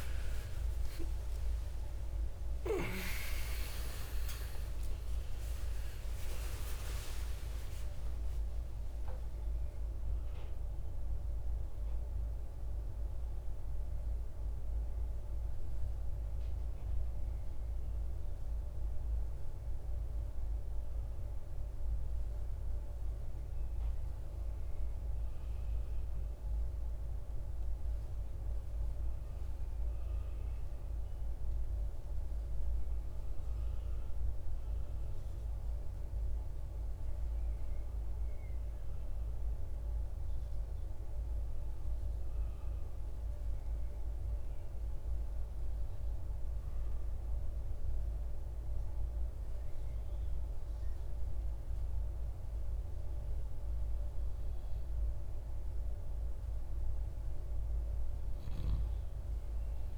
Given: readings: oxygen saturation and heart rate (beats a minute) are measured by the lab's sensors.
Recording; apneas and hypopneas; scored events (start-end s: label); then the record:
breathing in sleep by a room microphone; none
0.00-6.00 s: arousal
0.00-22.00 s: oxygen desaturation (device-marked, oxygen 82% lowest, heart rate 53 extreme)
42.00-59.98 s: new sleep stage, N2 (light sleep)
From the record:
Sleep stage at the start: REM sleep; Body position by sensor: on the right side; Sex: male